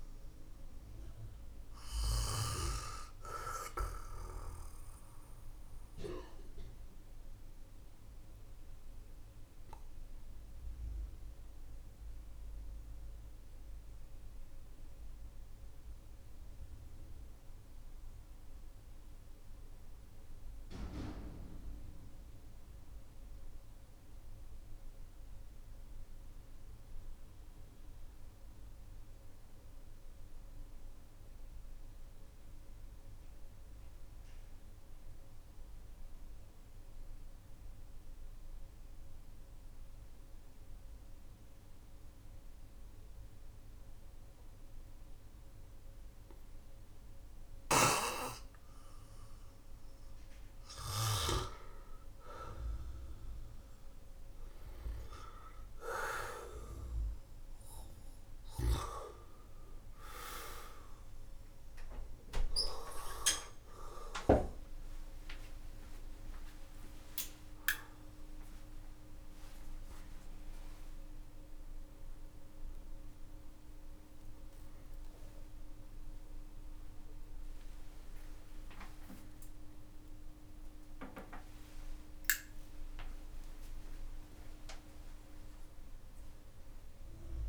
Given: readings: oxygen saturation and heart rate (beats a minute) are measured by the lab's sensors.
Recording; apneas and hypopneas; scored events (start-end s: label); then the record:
a person partly awake in a sleep study, by a room microphone; 1
0.00-21.50 s: oxygen desaturation (device-marked, oxygen 93% lowest, heart rate 45 extreme)
9.00-44.50 s: obstructive apnea (oxygen 98% before, 91% lowest, heart rate 58 before, 45 extreme, up 12 after)
44.50-87.49 s: oxygen desaturation (device-marked, oxygen 99% before, 91% lowest, heart rate 51 before, 45 extreme)
64.50-87.49 s: new sleep stage, awake
From the record:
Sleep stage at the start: N2 (light sleep); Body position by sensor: on the back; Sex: male